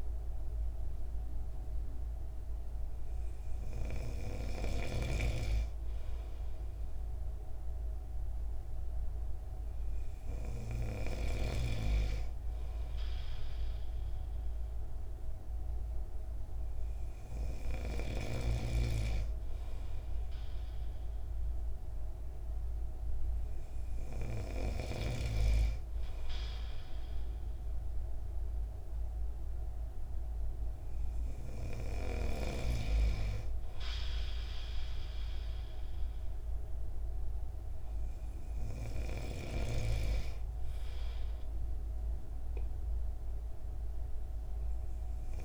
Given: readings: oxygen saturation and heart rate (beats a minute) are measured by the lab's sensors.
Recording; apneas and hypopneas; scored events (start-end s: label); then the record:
breathing in sleep by a room microphone; none
39.50-45.45 s: snoring (device-marked)
From the record:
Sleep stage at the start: N2 (light sleep); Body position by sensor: on the right side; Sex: male